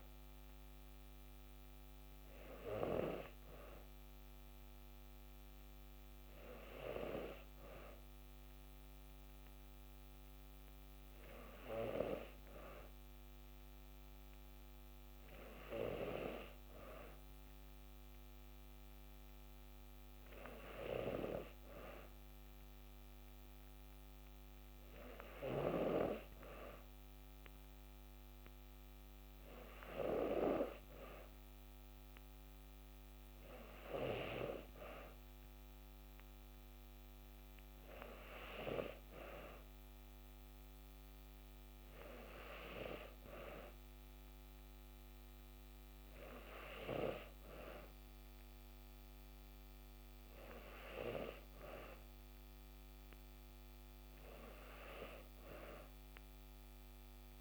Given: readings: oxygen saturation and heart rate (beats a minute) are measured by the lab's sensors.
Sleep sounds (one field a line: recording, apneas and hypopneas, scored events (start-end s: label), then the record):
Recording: breathing in sleep by a microphone on the trachea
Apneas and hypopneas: none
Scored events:
none scored
From the record:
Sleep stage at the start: N2 (light sleep)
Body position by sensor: on the back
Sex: female